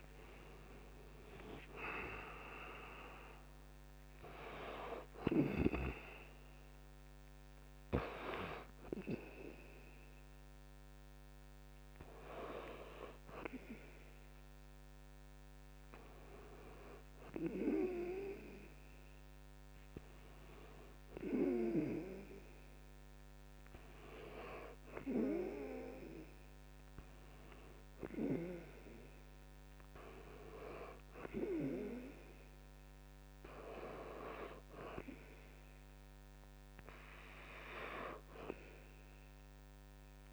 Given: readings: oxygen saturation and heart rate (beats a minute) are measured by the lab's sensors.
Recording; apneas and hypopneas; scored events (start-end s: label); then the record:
breathing in sleep by a microphone on the trachea; none
0.00-30.50 s: oxygen desaturation (device-marked, oxygen 80% lowest, heart rate 54 extreme)
34.50-38.50 s: arousal
From the record:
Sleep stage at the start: N2 (light sleep); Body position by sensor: on the back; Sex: male